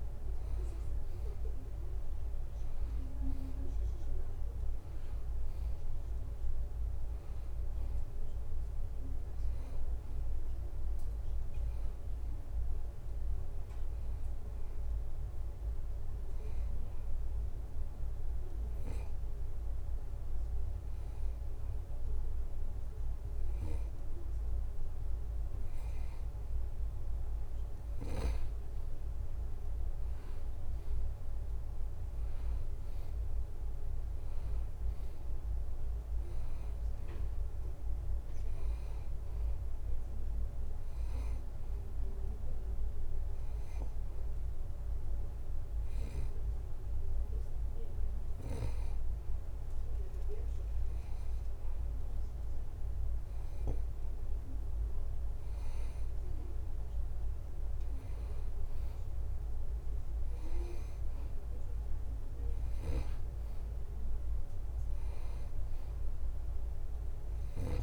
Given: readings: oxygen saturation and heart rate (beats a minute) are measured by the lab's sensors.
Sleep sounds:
breathing in sleep, hard to hear, by a room microphone; 2
15.50-25.50 s: hypopnea (oxygen 93% before, 91% lowest, heart rate 84 before, 82 extreme, up 0 after)
33.00-37.00 s: arousal
43.00-53.50 s: hypopnea (oxygen 93% before, 91% lowest, heart rate 83 before, 81 extreme, up 0 after)
60.00-64.50 s: arousal
63.00-67.83 s: snoring (device-marked)
From the record:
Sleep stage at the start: N2 (light sleep); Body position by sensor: on the back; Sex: male

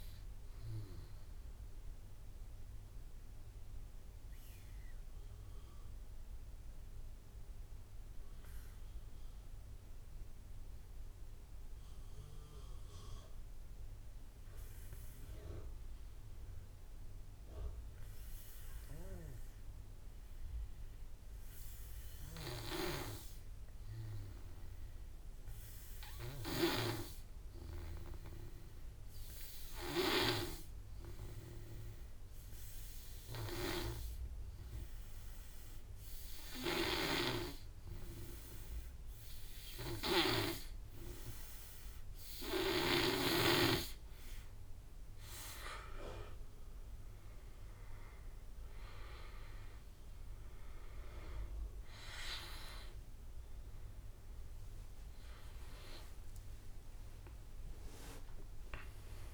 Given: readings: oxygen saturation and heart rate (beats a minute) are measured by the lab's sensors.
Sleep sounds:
breathing in sleep by a room microphone; 1
0.00-5.50 s: oxygen desaturation (device-marked, oxygen 90% lowest, heart rate 43 extreme)
0.00-7.50 s: drop in pulse transit time (device-marked, heart rate 43 extreme)
1.50-43.50 s: obstructive apnea (oxygen 99% before, 86% lowest, heart rate 58 before, 44 extreme, up 13 after)
29.50-56.50 s: oxygen desaturation (device-marked, oxygen 99% before, 89% lowest, heart rate 50 before, 47 extreme)
34.50-46.50 s: drop in pulse transit time (device-marked, heart rate 51 before, 54 extreme)
46.00-49.00 s: arousal
56.50-59.34 s: arousal
From the record:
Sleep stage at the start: N2 (light sleep); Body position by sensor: on the back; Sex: male

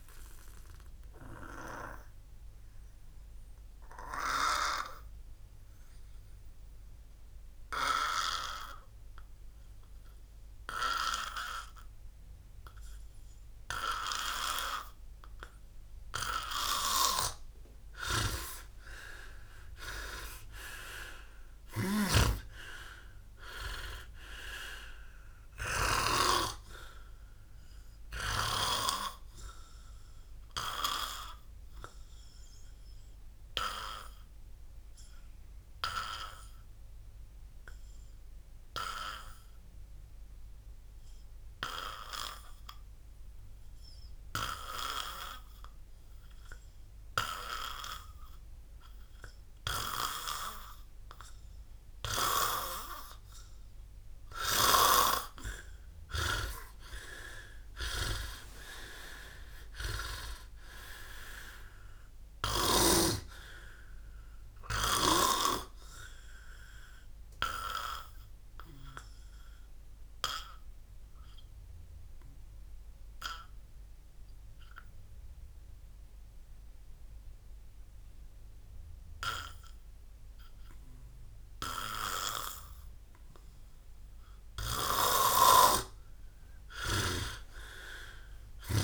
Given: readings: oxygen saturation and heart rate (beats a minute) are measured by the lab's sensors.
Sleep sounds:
breathing in sleep by a room microphone; 3
4.00-16.50 s: obstructive apnea (oxygen 98% before, 91% lowest, heart rate 100 before, 56 extreme, up 27 after)
18.50-22.50 s: arousal
21.50-26.00 s: snoring (device-marked)
22.50-52.50 s: oxygen desaturation (device-marked, oxygen 100% before, 91% lowest, heart rate 65 before, 56 extreme)
30.50-53.50 s: obstructive apnea (oxygen 100% before, 91% lowest, heart rate 67 before, 57 extreme, up 29 after)
54.00-58.50 s: arousal
57.50-62.50 s: snoring (device-marked)
66.50-81.50 s: obstructive apnea (oxygen 100% before, 92% lowest, heart rate 68 before, 58 extreme, up 17 after)
84.00-88.00 s: arousal
From the record:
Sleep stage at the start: N2 (light sleep); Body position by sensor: on the back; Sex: male

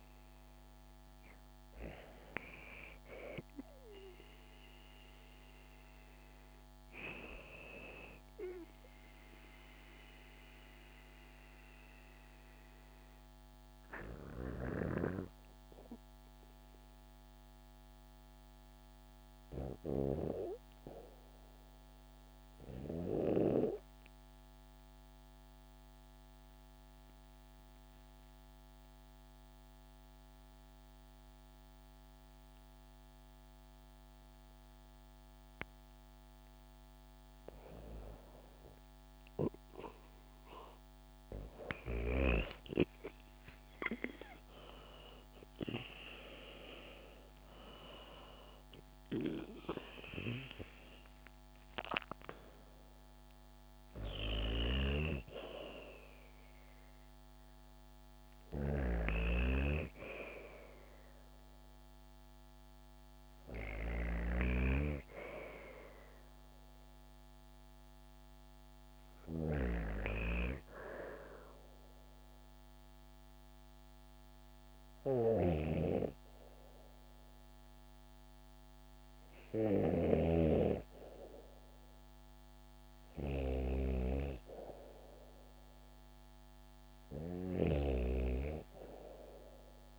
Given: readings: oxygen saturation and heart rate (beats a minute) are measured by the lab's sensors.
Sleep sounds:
breathing in sleep by a microphone on the trachea; 1
24.00-36.00 s: obstructive apnea (oxygen 98% before, 92% lowest, heart rate 67 before, 65 extreme, up 4 after)
32.00-89.99 s: new sleep stage, N2 (light sleep)
40.50-46.00 s: arousal
41.00-69.00 s: oxygen desaturation (device-marked, oxygen 96% before, 92% lowest, heart rate 66 before, 62 extreme)
57.50-89.99 s: snoring (device-marked)
From the record:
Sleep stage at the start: REM sleep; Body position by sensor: on the back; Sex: female

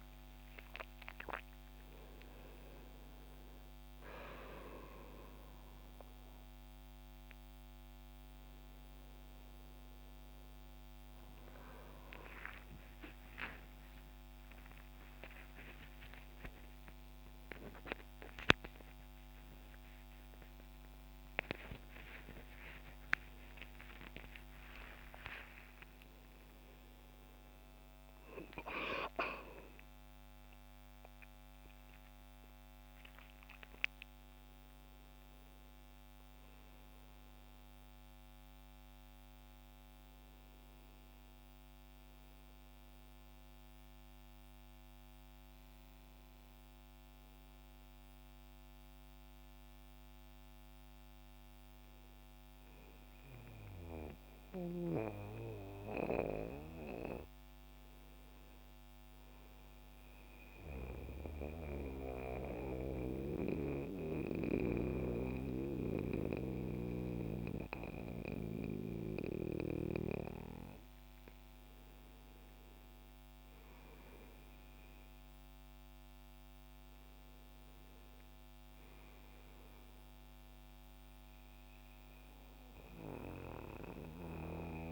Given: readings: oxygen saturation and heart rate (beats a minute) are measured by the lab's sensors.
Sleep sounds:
a person partly awake in a sleep study, by a microphone on the trachea; 1
0.00-29.00 s: oxygen desaturation (device-marked, oxygen 82% lowest, heart rate 62 extreme)
30.00-60.00 s: new sleep stage, N1 (lightest sleep)
60.00-71.50 s: central apnea (oxygen 98% before, 88% lowest, heart rate 66 before, 62 extreme, up 3 after)
60.00-84.92 s: new sleep stage, N2 (light sleep)
69.00-84.92 s: oxygen desaturation (device-marked, oxygen 97% before, 91% lowest, heart rate 64 before, 62 extreme)
73.00-78.00 s: arousal
From the record:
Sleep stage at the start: awake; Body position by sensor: on the back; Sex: male

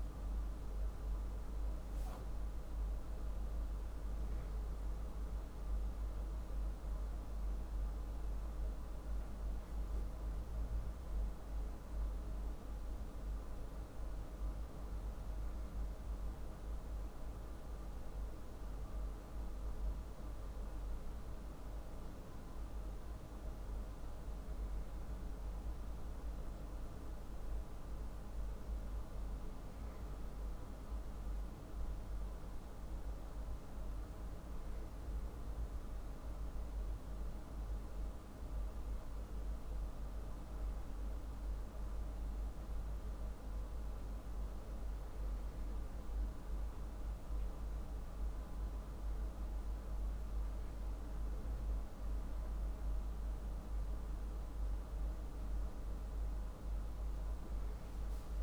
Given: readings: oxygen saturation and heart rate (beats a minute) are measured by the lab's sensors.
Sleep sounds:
breathing in sleep, hard to hear, by a room microphone; none
none scored
From the record:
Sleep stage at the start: N2 (light sleep); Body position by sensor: on the back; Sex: male

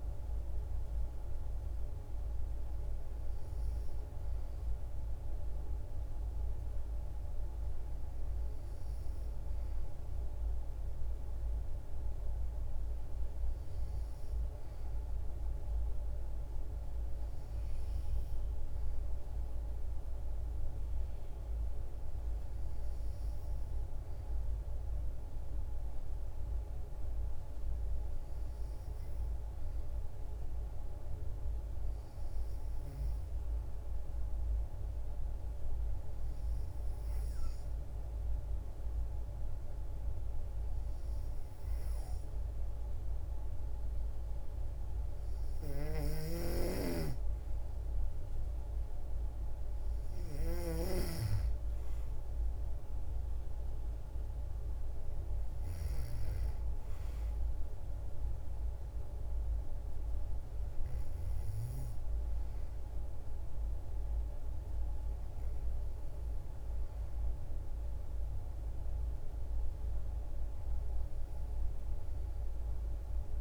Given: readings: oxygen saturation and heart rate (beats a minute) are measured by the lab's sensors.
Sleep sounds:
breathing in sleep, hard to hear, by a room microphone; 1
23.00-27.00 s: arousal
30.50-44.50 s: hypopnea (oxygen 93% before, 89% lowest, heart rate 58 before, 55 extreme, up 2 after)
46.00-56.00 s: snoring (device-marked)
46.50-50.50 s: arousal
51.00-73.41 s: oxygen desaturation (device-marked, oxygen 92% before, 89% lowest, heart rate 60 before, 55 extreme)
From the record:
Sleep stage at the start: N2 (light sleep); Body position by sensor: on the back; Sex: female

